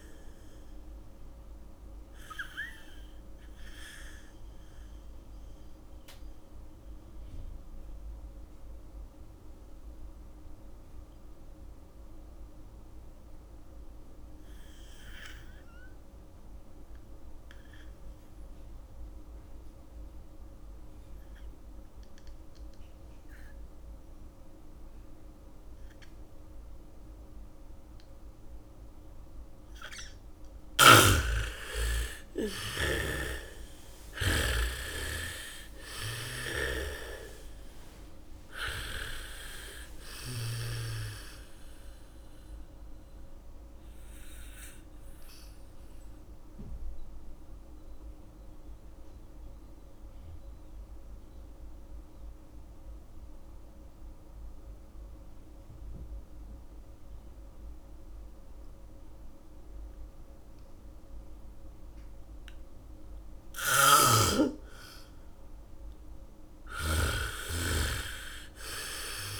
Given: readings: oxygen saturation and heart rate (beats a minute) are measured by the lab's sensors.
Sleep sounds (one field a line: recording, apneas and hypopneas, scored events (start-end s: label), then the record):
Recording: breathing in sleep by a room microphone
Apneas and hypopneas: 2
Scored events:
0.00-17.00 s: oxygen desaturation (device-marked, oxygen 77% lowest, heart rate 27 extreme)
2.00-30.00 s: mixed apnea (oxygen 98% before, 77% lowest, heart rate 60 before, 27 extreme)
24.00-37.00 s: bradycardia (device-marked, heart rate 68 before, 27 extreme)
31.00-41.00 s: snoring (device-marked)
32.00-36.50 s: arousal
32.00-57.00 s: oxygen desaturation (device-marked, oxygen 98% before, 80% lowest, heart rate 66 before, 34 extreme)
45.00-64.00 s: mixed apnea (oxygen 98% before, 80% lowest, heart rate 56 before, 54 extreme, up 4 after)
64.00-67.50 s: snoring (device-marked)
64.00-69.40 s: oxygen desaturation (device-marked, oxygen 99% before, 85% lowest, heart rate 78 before, 44 extreme)
66.00-69.00 s: bradycardia (device-marked, heart rate 68 before, 65 extreme)
67.00-69.40 s: arousal
From the record:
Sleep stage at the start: N2 (light sleep)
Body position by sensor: on the back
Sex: female